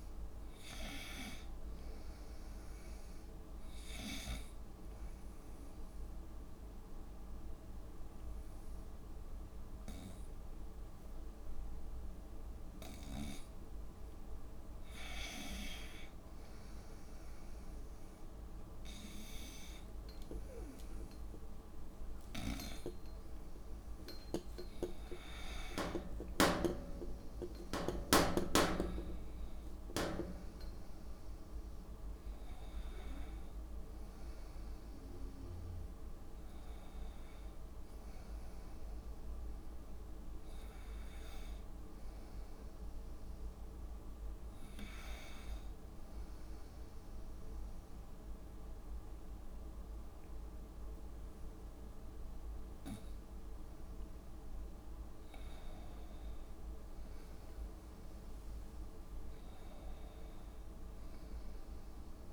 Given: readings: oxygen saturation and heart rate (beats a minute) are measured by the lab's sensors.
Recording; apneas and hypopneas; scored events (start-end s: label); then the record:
breathing in sleep by a room microphone; 2
0.00-15.50 s: oxygen desaturation (device-marked, oxygen 91% lowest, heart rate 65 extreme)
4.50-15.50 s: obstructive apnea (oxygen 97% before, 91% lowest, heart rate 69 before, 65 extreme, up 31 after)
18.00-21.50 s: arousal
21.00-23.00 s: long interval between heartbeats (device-marked, heart rate 69 before, 90 extreme)
21.50-23.50 s: tachycardia (device-marked, heart rate 68 before, 96 extreme)
24.50-31.50 s: tachycardia (device-marked, heart rate 68 before, 130 extreme)
25.00-27.00 s: long interval between heartbeats (device-marked, heart rate 73 before, 106 extreme)
28.00-30.00 s: long interval between heartbeats (device-marked, heart rate 79 before, 117 extreme)
31.00-33.00 s: long interval between heartbeats (device-marked, heart rate 87 before, 128 extreme)
38.00-41.50 s: arousal
46.50-56.50 s: obstructive apnea (oxygen 97% before, 93% lowest, heart rate 91 before, 66 extreme, up 14 after)
57.50-60.00 s: arousal
58.50-60.50 s: long interval between heartbeats (device-marked, heart rate 69 before, 80 extreme)
From the record:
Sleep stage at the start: N2 (light sleep); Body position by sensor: on the right side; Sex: female